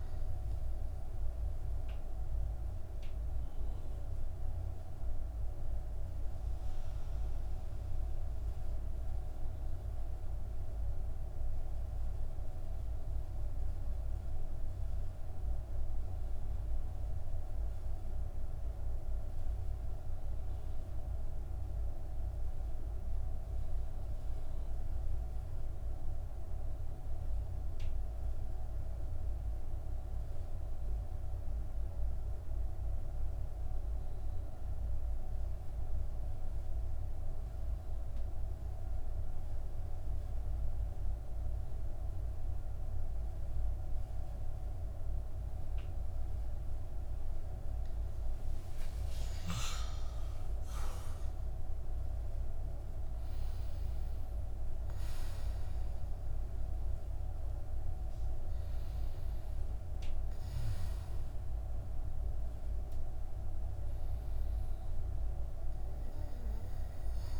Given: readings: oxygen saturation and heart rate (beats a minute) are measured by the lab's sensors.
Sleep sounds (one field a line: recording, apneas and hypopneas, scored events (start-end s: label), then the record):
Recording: breathing in sleep, hard to hear, by a room microphone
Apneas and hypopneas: 1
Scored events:
0.00-7.50 s: oxygen desaturation (device-marked, oxygen 85% lowest)
1.50-46.00 s: obstructive apnea (oxygen 95% before, 85% lowest)
35.50-63.50 s: oxygen desaturation (device-marked, oxygen 98% before, 95% lowest)
48.50-53.50 s: arousal
65.50-67.40 s: oxygen desaturation (device-marked, oxygen 96% before, 91% lowest)
From the record:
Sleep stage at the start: N2 (light sleep)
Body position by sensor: on the back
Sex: male